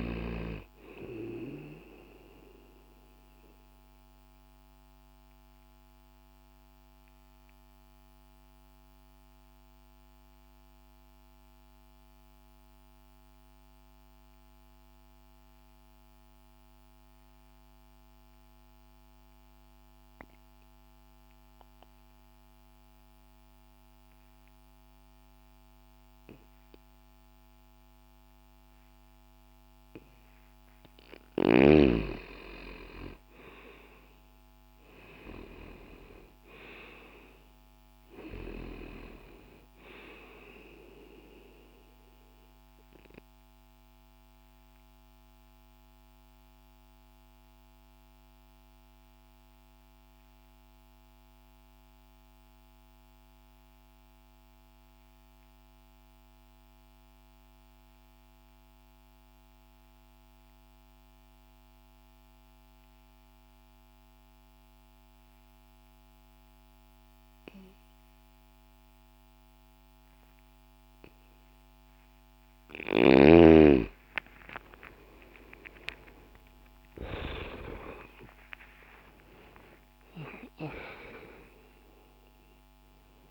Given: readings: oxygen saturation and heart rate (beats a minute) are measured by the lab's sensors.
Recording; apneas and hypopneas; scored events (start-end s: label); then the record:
breathing in sleep by a microphone on the trachea; 2
0.00-26.50 s: oxygen desaturation (device-marked, oxygen 82% lowest, heart rate 60 extreme)
2.50-30.50 s: obstructive apnea (oxygen 97% before, 82% lowest, heart rate 60 before, 60 extreme, up 0 after)
32.50-36.50 s: arousal
42.50-71.00 s: obstructive apnea (oxygen 96% before, 83% lowest, heart rate 60 before, 60 extreme, up 60 after)
56.50-66.50 s: oxygen desaturation (device-marked, oxygen 94% before, 83% lowest, heart rate 60 before, 60 extreme)
72.00-76.50 s: snoring (device-marked)
73.00-78.00 s: arousal
From the record:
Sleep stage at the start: N2 (light sleep); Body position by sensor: on the left side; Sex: male